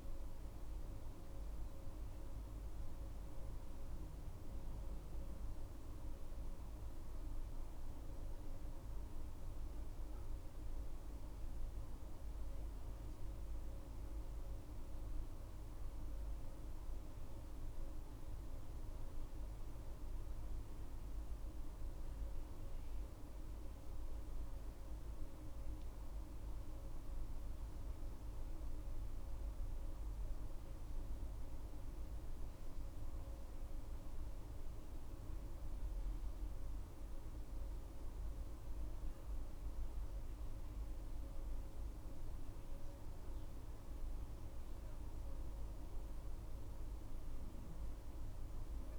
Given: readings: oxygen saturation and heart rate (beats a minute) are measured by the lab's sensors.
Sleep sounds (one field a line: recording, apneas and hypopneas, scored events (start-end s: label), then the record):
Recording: breathing in sleep, hard to hear, by a room microphone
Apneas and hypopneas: none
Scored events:
29.50-48.99 s: new sleep stage, N2 (light sleep)
From the record:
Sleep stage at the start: N1 (lightest sleep)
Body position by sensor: on the back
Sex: female